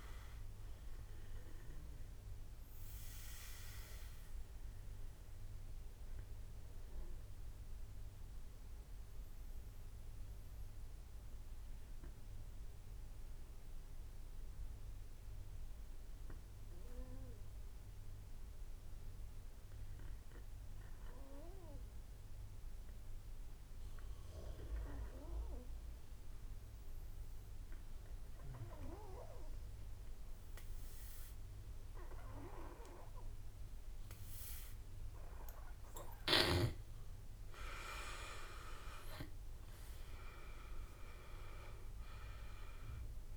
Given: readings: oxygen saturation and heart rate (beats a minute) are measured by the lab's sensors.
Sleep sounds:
breathing in sleep by a room microphone; 1
0.00-18.50 s: oxygen desaturation (device-marked, oxygen 84% lowest, heart rate 48 extreme)
0.00-20.50 s: drop in pulse transit time (device-marked, heart rate 50 extreme)
0.50-35.00 s: obstructive apnea (oxygen 99% before, 83% lowest, heart rate 56 before, 47 extreme, up 21 after)
29.50-43.37 s: oxygen desaturation (device-marked, oxygen 97% before, 83% lowest, heart rate 53 before, 44 extreme)
37.50-40.50 s: arousal
41.50-43.37 s: drop in pulse transit time (device-marked, heart rate 53 before, 58 extreme)
From the record:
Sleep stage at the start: N2 (light sleep); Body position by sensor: on the back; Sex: male

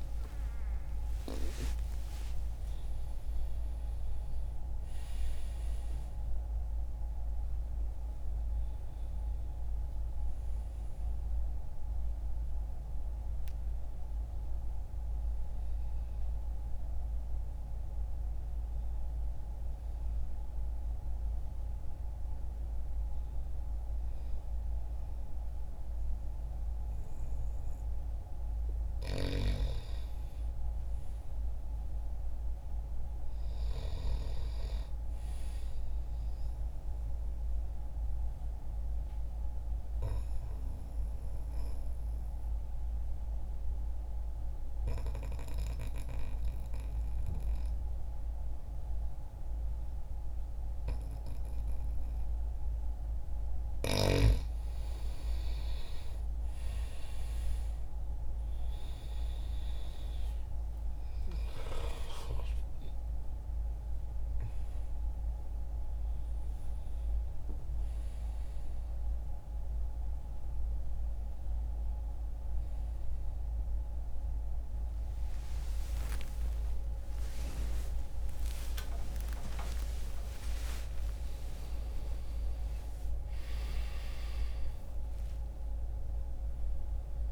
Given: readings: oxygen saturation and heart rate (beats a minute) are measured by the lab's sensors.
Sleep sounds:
a person partly awake in a sleep study, by a room microphone; 1
25.00-55.00 s: new sleep stage, N2 (light sleep)
35.00-52.00 s: oxygen desaturation (device-marked, oxygen 99% before, 93% lowest, heart rate 66 before, 59 extreme)
35.50-51.50 s: obstructive apnea (oxygen 100% before, 90% lowest, heart rate 66 before, 59 extreme, up 2 after)
55.00-59.00 s: arousal
55.00-85.00 s: new sleep stage, N1 (lightest sleep)
58.00-73.00 s: oxygen desaturation (device-marked, oxygen 94% before, 90% lowest, heart rate 61 before, 63 extreme)
75.00-80.00 s: arousal
85.00-87.32 s: new sleep stage, N2 (light sleep)
From the record:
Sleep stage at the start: awake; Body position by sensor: on the back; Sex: male

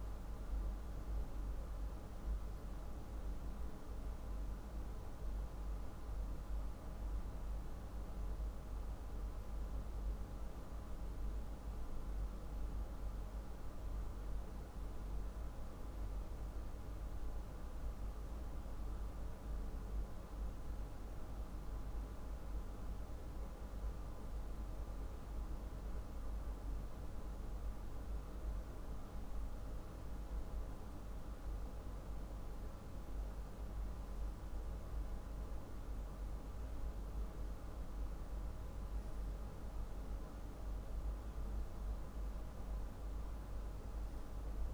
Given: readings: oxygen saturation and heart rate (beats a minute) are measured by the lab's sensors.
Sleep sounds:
breathing in sleep, hard to hear, by a room microphone; none
none scored
From the record:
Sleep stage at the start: N2 (light sleep); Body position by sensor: on the back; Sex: male

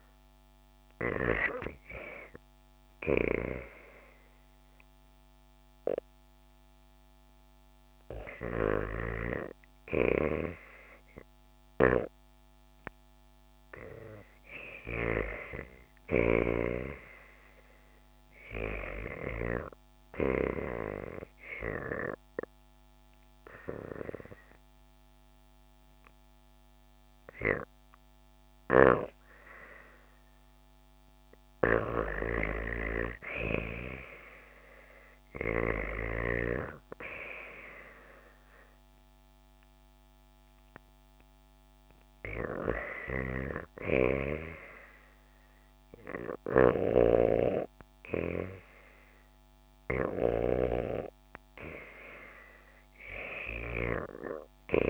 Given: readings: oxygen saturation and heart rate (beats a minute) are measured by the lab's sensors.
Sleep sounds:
breathing in sleep by a microphone on the trachea; 1
2.50-9.00 s: snoring (device-marked)
11.00-16.00 s: snoring (device-marked)
21.50-31.50 s: obstructive apnea (oxygen 96% before, 93% lowest, heart rate 73 before, 70 extreme)
28.00-36.00 s: snoring (device-marked)
33.50-37.50 s: arousal
42.50-53.50 s: snoring (device-marked)
From the record:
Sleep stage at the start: REM sleep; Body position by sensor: on the back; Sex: female

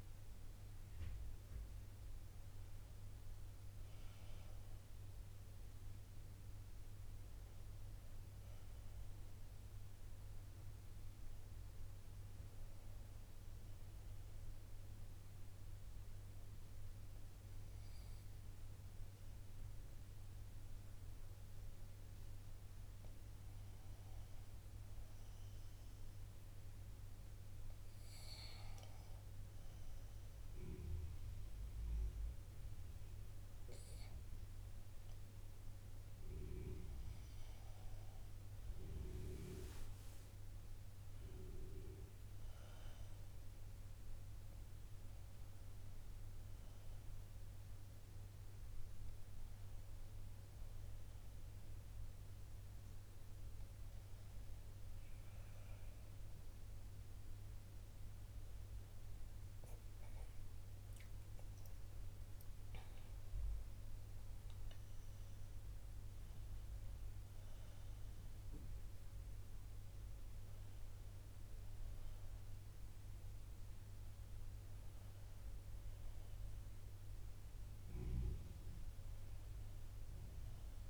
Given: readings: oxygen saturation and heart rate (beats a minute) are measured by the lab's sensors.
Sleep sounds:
breathing in sleep, hard to hear, by a room microphone; 1
0.00-6.50 s: oxygen desaturation (device-marked, oxygen 87% lowest, heart rate 59 extreme)
13.50-24.50 s: obstructive apnea (oxygen 94% before, 90% lowest, heart rate 60 before, 59 extreme, up 1 after)
27.50-31.50 s: arousal
35.50-46.50 s: oxygen desaturation (device-marked, oxygen 94% before, 91% lowest, heart rate 60 before, 62 extreme)
47.50-80.89 s: new sleep stage, N1 (lightest sleep)
60.50-65.00 s: arousal
From the record:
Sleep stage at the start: N2 (light sleep); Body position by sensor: on the back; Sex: female

